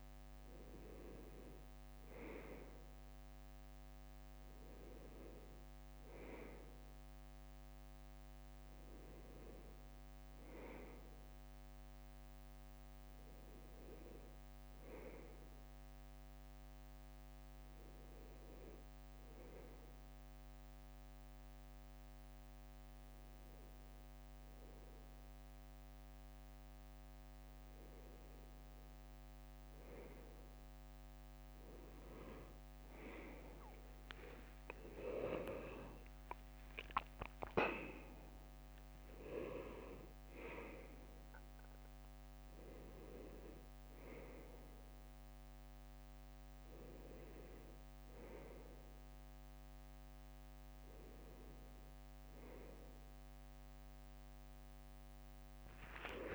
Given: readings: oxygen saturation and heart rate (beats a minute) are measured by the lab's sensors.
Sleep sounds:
breathing in sleep by a microphone on the trachea; 1
12.50-13.50 s: leg movement (device-marked)
13.50-16.00 s: arousal
18.50-29.00 s: hypopnea (oxygen 97% before, 96% lowest, heart rate 63 before, 62 extreme, up 4 after)
32.00-41.50 s: leg movement (device-marked)
43.00-56.35 s: new sleep stage, awake
55.00-56.35 s: tachycardia (device-marked, heart rate 63 before, 150 extreme)
From the record:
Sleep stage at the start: N1 (lightest sleep); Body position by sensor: on the left side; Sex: male

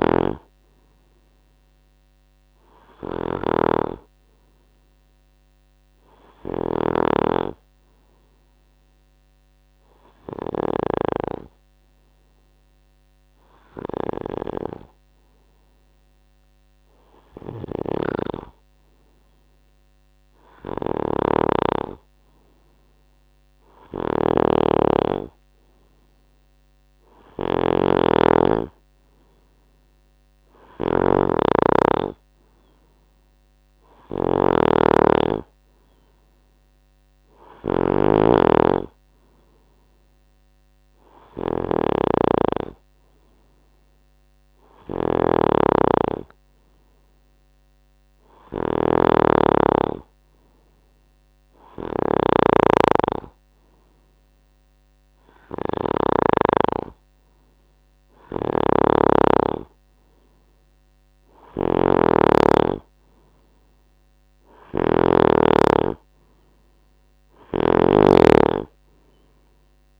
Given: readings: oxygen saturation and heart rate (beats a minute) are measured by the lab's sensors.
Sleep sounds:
breathing in sleep by a microphone on the trachea; none
0.00-10.50 s: snoring (device-marked)
0.00-12.50 s: oxygen desaturation (device-marked, oxygen 92% lowest, heart rate 64 extreme)
17.50-56.00 s: snoring (device-marked)
58.00-65.00 s: snoring (device-marked)
67.00-70.00 s: snoring (device-marked)
From the record:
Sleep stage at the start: N2 (light sleep); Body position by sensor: on the right side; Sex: male

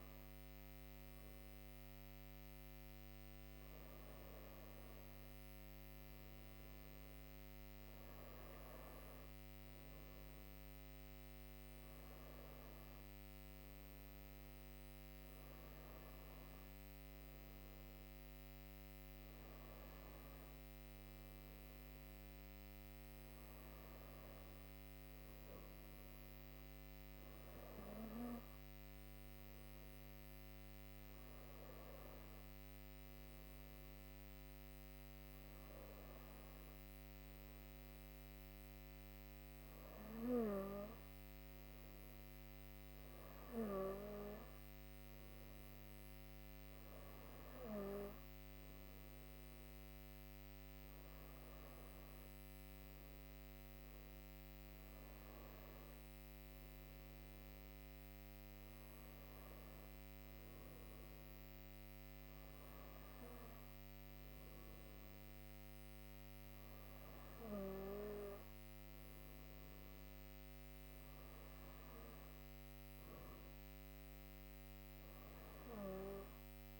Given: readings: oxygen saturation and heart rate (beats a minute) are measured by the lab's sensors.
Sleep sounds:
breathing in sleep by a microphone on the trachea; none
none scored
From the record:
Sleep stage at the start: N2 (light sleep); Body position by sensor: on the right side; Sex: female

